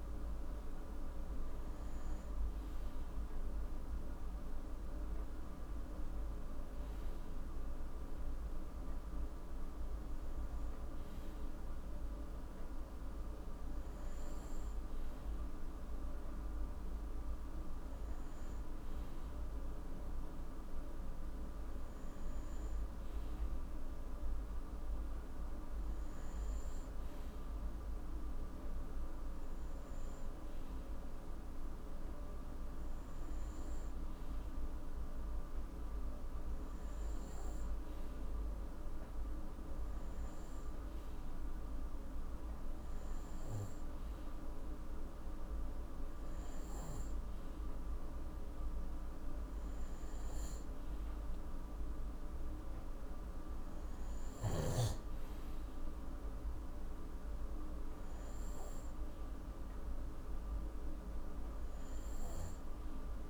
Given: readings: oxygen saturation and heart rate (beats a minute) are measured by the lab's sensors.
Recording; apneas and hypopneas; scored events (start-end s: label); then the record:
breathing in sleep, hard to hear, by a room microphone; none
none scored
From the record:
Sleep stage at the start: N2 (light sleep); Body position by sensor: on the right side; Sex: male